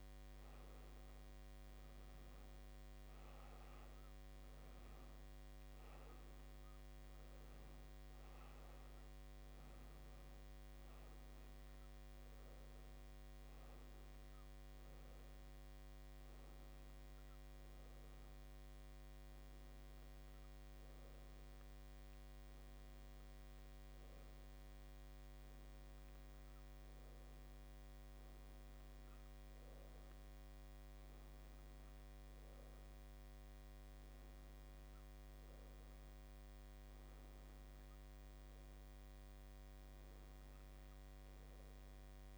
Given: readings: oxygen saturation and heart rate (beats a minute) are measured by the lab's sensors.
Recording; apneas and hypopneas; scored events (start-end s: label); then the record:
breathing in sleep, hard to hear, by a microphone on the trachea; none
none scored
From the record:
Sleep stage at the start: N2 (light sleep); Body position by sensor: on the back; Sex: female